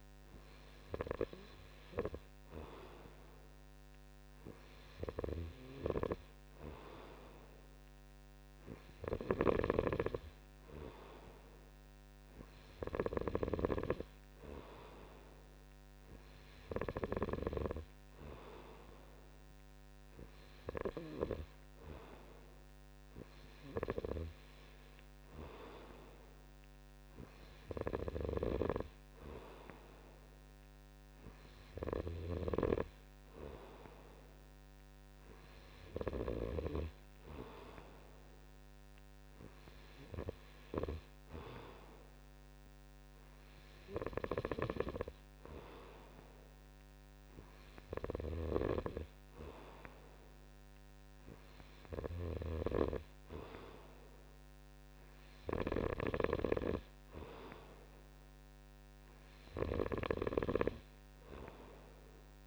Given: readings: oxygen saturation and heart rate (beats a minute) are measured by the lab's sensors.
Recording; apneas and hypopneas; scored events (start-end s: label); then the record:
breathing in sleep by a microphone on the trachea; none
48.00-56.00 s: snoring (device-marked)
From the record:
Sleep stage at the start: N2 (light sleep); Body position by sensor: on the right side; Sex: male